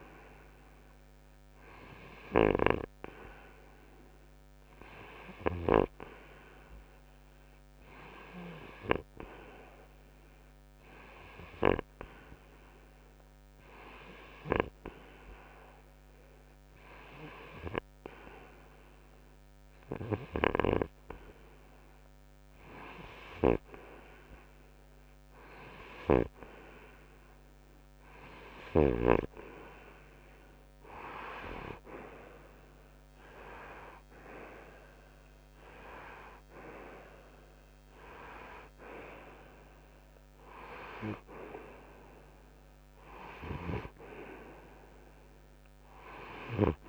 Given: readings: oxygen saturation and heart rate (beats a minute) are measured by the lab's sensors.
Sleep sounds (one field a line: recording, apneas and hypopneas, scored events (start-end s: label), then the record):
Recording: breathing in sleep by a microphone on the trachea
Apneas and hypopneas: none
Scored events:
15.00-31.00 s: oxygen desaturation (device-marked, oxygen 93% before, 89% lowest, heart rate 68 before, 64 extreme)
16.00-46.89 s: new sleep stage, N2 (light sleep)
33.50-38.00 s: arousal
From the record:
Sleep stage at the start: REM sleep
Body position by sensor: on the front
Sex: male